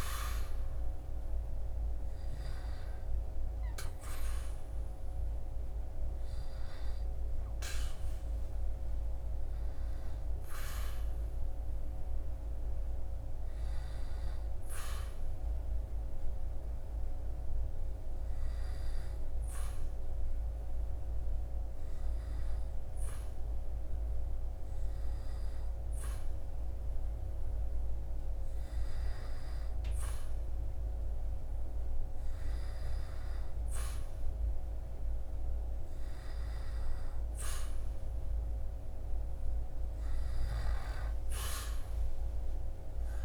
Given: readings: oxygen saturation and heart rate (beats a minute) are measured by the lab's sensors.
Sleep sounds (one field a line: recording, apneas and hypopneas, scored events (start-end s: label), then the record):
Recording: breathing in sleep by a room microphone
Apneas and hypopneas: 1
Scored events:
16.50-34.50 s: obstructive apnea (oxygen 97% before, 95% lowest, heart rate 74 before, 62 extreme, up 0 after)
38.00-40.50 s: arousal
From the record:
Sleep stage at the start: N2 (light sleep)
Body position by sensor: on the back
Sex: male